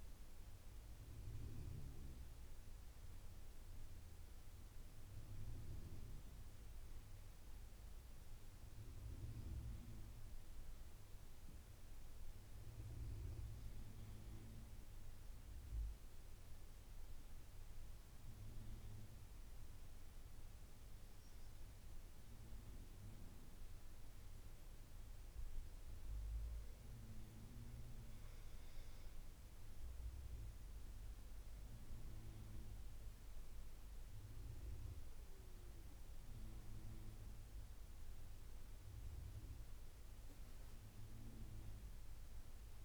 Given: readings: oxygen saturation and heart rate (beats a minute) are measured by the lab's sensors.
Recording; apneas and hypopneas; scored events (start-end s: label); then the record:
breathing in sleep by a room microphone; 1
0.00-3.00 s: arousal
0.00-14.00 s: oxygen desaturation (device-marked, oxygen 95% before, 91% lowest, heart rate 83 before, 84 extreme)
14.00-25.00 s: obstructive apnea (oxygen 95% before, 91% lowest, heart rate 85 before, 84 extreme, up 4 after)
32.50-36.50 s: arousal
From the record:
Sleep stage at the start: N2 (light sleep); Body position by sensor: on the back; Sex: male